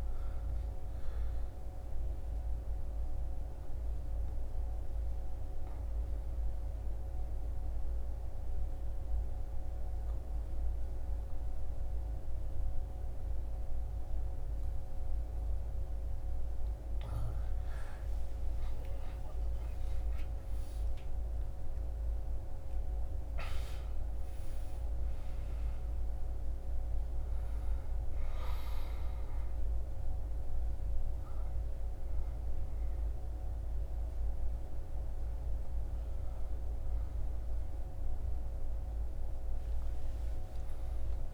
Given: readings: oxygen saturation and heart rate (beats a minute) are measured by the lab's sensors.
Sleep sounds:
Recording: breathing in sleep, hard to hear, by a room microphone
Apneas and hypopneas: 1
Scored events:
2.00-16.50 s: obstructive apnea (oxygen 100% before, 97% lowest, heart rate 73 before, 69 extreme, up 12 after)
18.00-22.50 s: arousal
From the record:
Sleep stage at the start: N2 (light sleep)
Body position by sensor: on the back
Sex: male

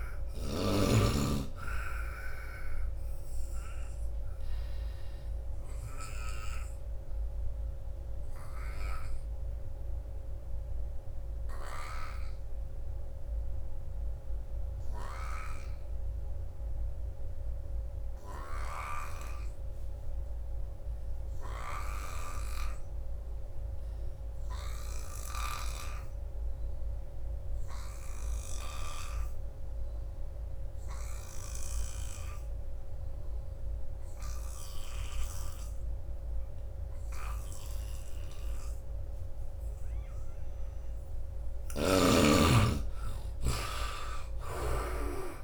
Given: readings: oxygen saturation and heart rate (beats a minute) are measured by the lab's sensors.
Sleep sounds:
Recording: breathing in sleep by a room microphone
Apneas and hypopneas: 1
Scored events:
0.00-21.50 s: oxygen desaturation (device-marked, oxygen 75% lowest, heart rate 61 extreme)
4.00-40.50 s: obstructive apnea (oxygen 98% before, 72% lowest, heart rate 76 before, 61 extreme, up 14 after)
25.00-32.00 s: snoring (device-marked)
33.50-45.44 s: oxygen desaturation (device-marked, oxygen 98% before, 72% lowest, heart rate 78 before, 59 extreme)
41.50-45.00 s: arousal
From the record:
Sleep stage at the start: N2 (light sleep)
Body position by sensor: on the right side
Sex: male

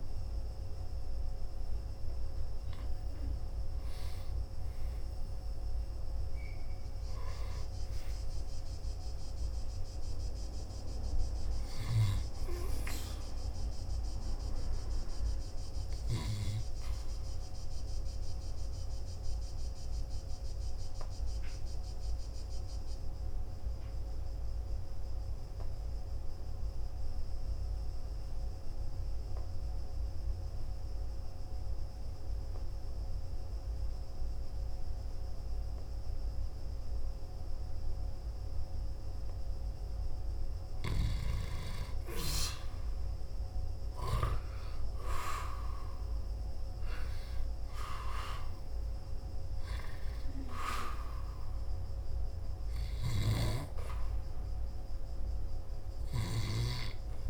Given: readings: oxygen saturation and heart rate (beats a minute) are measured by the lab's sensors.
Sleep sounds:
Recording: breathing in sleep by a room microphone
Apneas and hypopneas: 1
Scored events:
17.00-39.50 s: obstructive apnea (oxygen 95% before, 89% lowest, heart rate 58 before, 48 extreme)
42.50-46.00 s: arousal
From the record:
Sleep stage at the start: N2 (light sleep)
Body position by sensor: on the back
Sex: male

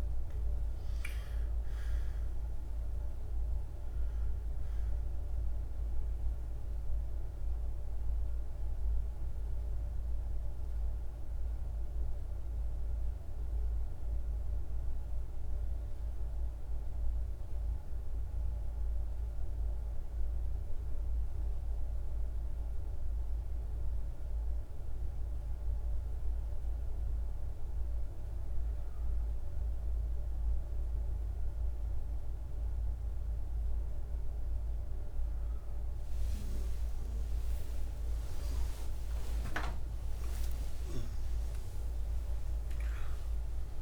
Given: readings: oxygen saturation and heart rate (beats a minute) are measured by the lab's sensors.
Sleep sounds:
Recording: breathing in sleep, hard to hear, by a room microphone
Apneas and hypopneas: 1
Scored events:
0.00-6.50 s: oxygen desaturation (device-marked, oxygen 91% lowest, heart rate 53 extreme)
6.00-26.50 s: central apnea (oxygen 98% before, 92% lowest, heart rate 64 before, 52 extreme)
8.50-16.50 s: oxygen desaturation (device-marked, oxygen 96% before, 92% lowest, heart rate 66 before, 52 extreme)
35.00-41.50 s: arousal
From the record:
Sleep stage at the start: N1 (lightest sleep)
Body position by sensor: on the back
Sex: male

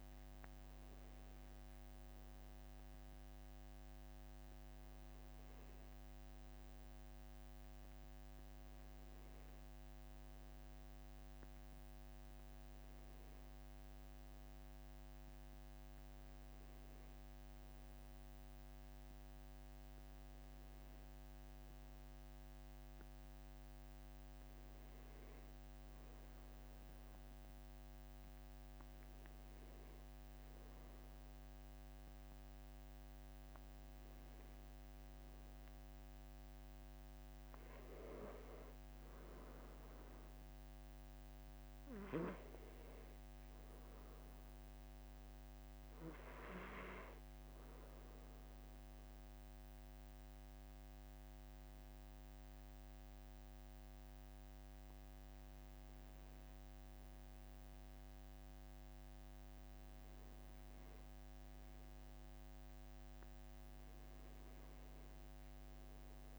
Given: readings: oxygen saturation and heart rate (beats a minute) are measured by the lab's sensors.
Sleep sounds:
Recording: breathing in sleep, hard to hear, by a microphone on the trachea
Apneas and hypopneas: none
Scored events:
none scored
From the record:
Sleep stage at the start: N1 (lightest sleep)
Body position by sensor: on the back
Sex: male

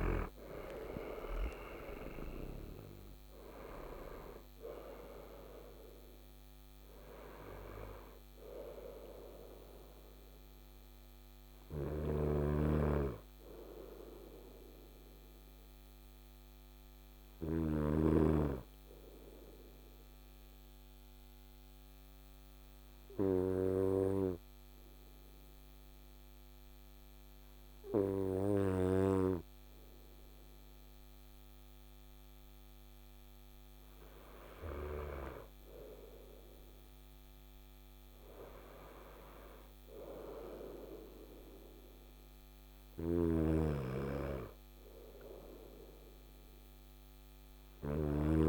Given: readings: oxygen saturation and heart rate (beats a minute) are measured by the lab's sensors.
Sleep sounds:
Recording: breathing in sleep by a microphone on the trachea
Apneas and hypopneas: 1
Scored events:
0.00-13.50 s: oxygen desaturation (device-marked, oxygen 92% lowest, heart rate 55 extreme)
11.00-17.00 s: snoring (device-marked)
15.00-30.50 s: obstructive apnea (oxygen 98% before, 92% lowest, heart rate 64 before, 55 extreme, up 5 after)
34.00-38.00 s: arousal
42.50-48.49 s: snoring (device-marked)
From the record:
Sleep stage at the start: N2 (light sleep)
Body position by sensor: on the front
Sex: male

